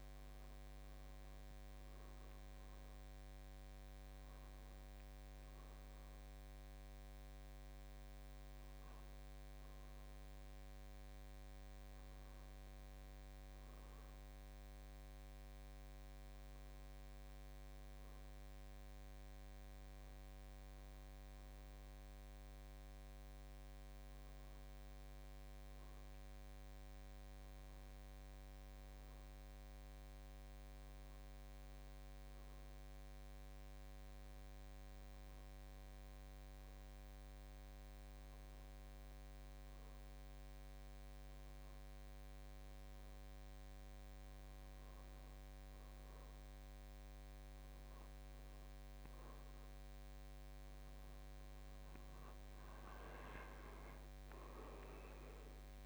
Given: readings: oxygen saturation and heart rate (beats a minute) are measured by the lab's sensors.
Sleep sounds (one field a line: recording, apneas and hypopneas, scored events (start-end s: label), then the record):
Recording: breathing in sleep, hard to hear, by a microphone on the trachea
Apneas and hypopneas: 1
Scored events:
10.50-14.00 s: arousal
18.00-47.50 s: hypopnea (oxygen 96% before, 92% lowest, heart rate 55 before, 54 extreme, up 3 after)
54.00-55.86 s: oxygen desaturation (device-marked, oxygen 95% before, 92% lowest, heart rate 57 before, 53 extreme)
54.50-55.86 s: arousal
From the record:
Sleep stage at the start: N2 (light sleep)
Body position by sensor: on the back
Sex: male